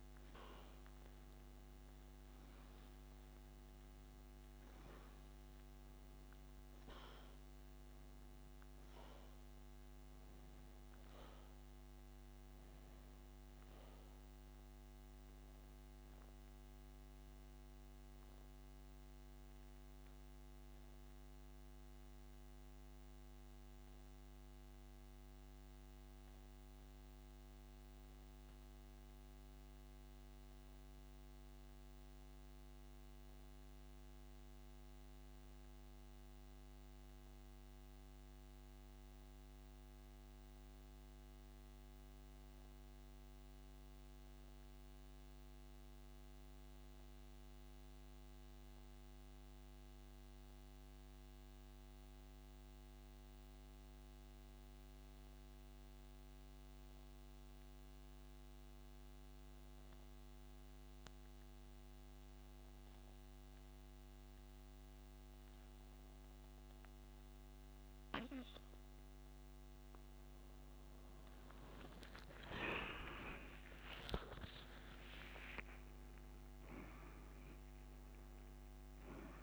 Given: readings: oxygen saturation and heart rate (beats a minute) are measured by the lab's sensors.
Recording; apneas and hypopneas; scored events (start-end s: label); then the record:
breathing in sleep by a microphone on the trachea; 1
0.00-1.00 s: arousal
18.00-68.50 s: mixed apnea (oxygen 98% before, 85% lowest)
38.00-52.00 s: oxygen desaturation (device-marked, oxygen 94% before, 87% lowest, heart rate 44 before, 46 extreme)
71.00-74.50 s: arousal
From the record:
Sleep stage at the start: N2 (light sleep); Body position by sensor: on the back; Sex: male